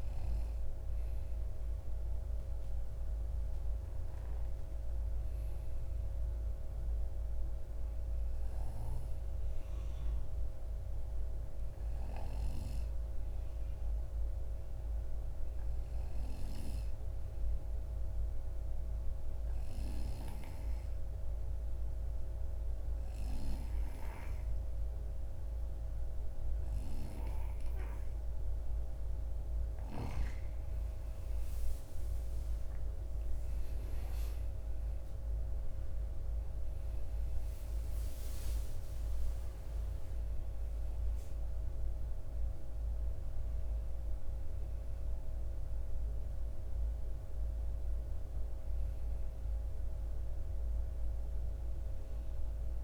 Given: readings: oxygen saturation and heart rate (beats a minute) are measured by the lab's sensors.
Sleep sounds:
breathing in sleep, hard to hear, by a room microphone; 1
15.50-29.00 s: obstructive apnea (oxygen 97% before, 88% lowest)
22.50-52.84 s: oxygen desaturation (device-marked, oxygen 95% before, 88% lowest)
31.00-35.50 s: arousal
From the record:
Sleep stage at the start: N2 (light sleep); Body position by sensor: on the right side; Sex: male

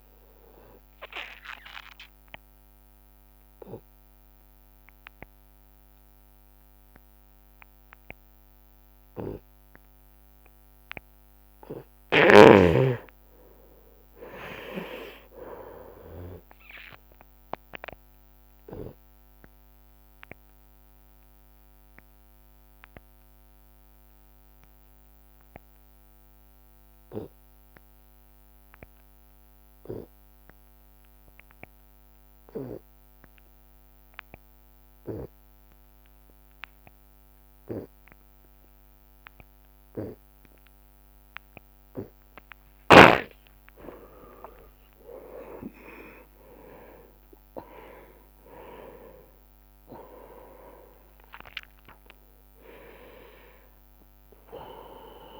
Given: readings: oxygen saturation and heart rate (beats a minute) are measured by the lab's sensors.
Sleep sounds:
breathing in sleep by a microphone on the trachea; 2
1.50-12.00 s: obstructive apnea (oxygen 99% before, 86% lowest)
9.00-17.00 s: oxygen desaturation (device-marked, oxygen 97% before, 93% lowest)
13.50-16.00 s: arousal
19.00-39.00 s: oxygen desaturation (device-marked, oxygen 96% before, 86% lowest)
19.50-41.00 s: obstructive apnea (oxygen 97% before, 86% lowest)
44.00-48.00 s: arousal
45.00-55.40 s: oxygen desaturation (device-marked, oxygen 96% before, 91% lowest)
From the record:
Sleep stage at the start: N2 (light sleep); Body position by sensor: on the right side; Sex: male

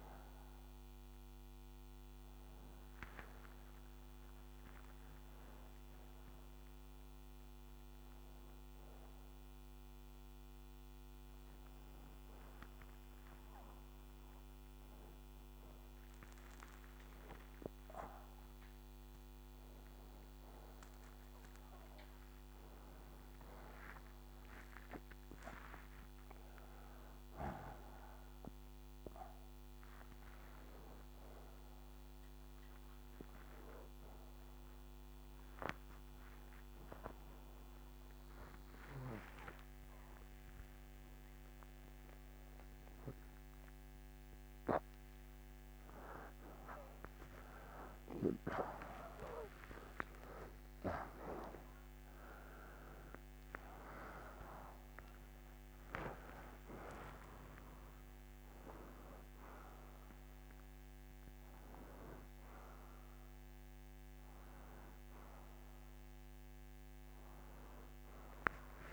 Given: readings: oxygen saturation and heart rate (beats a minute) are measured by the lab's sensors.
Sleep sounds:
a person awake in a sleep study, by a microphone on the trachea; none
6.00-35.00 s: oxygen desaturation (device-marked, oxygen 96% before, 85% lowest, heart rate 101 before, 79 extreme)
From the record:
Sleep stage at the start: awake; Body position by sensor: upright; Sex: male

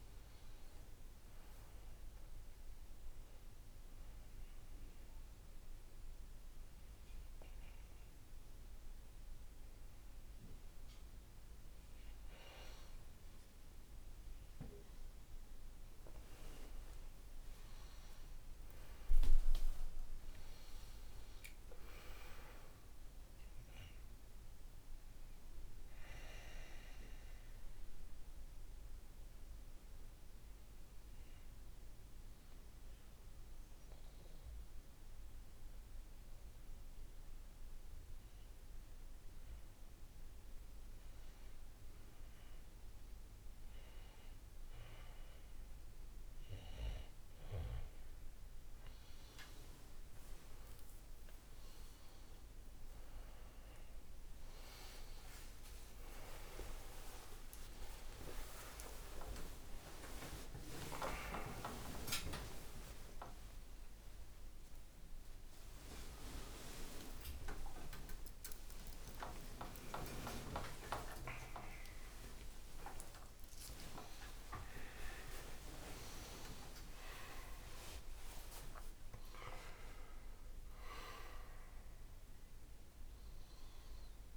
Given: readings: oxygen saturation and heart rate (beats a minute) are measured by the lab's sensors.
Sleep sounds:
a person partly awake in a sleep study, by a room microphone; 2
0.00-14.00 s: oxygen desaturation (device-marked, oxygen 91% lowest, heart rate 54 extreme)
3.50-14.00 s: hypopnea (oxygen 97% before, 91% lowest, heart rate 59 before, 54 extreme, up 22 after)
17.50-22.00 s: arousal
27.50-40.50 s: mixed apnea (oxygen 97% before, 92% lowest, heart rate 68 before, 57 extreme, up 3 after)
48.00-62.00 s: oxygen desaturation (device-marked, oxygen 97% before, 93% lowest, heart rate 60 before, 73 extreme)
57.00-84.37 s: new sleep stage, awake
66.50-68.50 s: long interval between heartbeats (device-marked, heart rate 70 before, 91 extreme)
From the record:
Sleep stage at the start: N2 (light sleep); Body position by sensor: on the back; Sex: male

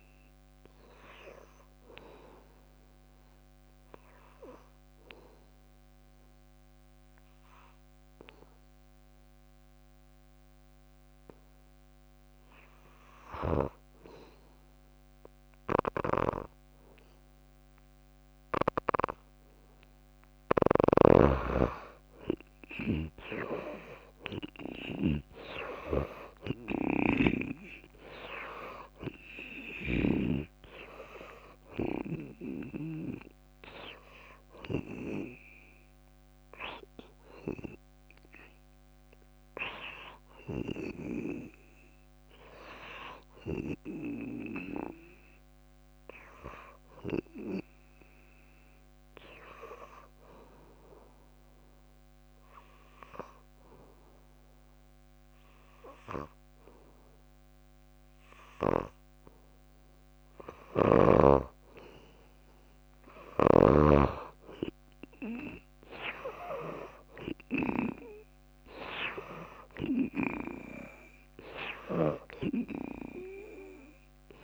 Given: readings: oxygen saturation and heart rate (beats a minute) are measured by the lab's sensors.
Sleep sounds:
breathing in sleep by a microphone on the trachea; 2
3.50-19.00 s: obstructive apnea (oxygen 99% before, 85% lowest, heart rate 60 before, 56 extreme, up 7 after)
20.50-44.50 s: oxygen desaturation (device-marked, oxygen 97% before, 85% lowest, heart rate 60 before, 56 extreme)
21.00-30.50 s: snoring (device-marked)
21.50-25.00 s: arousal
35.50-60.50 s: hypopnea (oxygen 98% before, 85% lowest, heart rate 64 before, 59 extreme, up 5 after)
49.50-58.50 s: drop in pulse transit time (device-marked, heart rate 60 before, 59 extreme)
63.00-67.00 s: arousal
63.50-74.44 s: oxygen desaturation (device-marked, oxygen 96% before, 88% lowest, heart rate 60 before, 56 extreme)
From the record:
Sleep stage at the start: N2 (light sleep); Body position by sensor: on the back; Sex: female

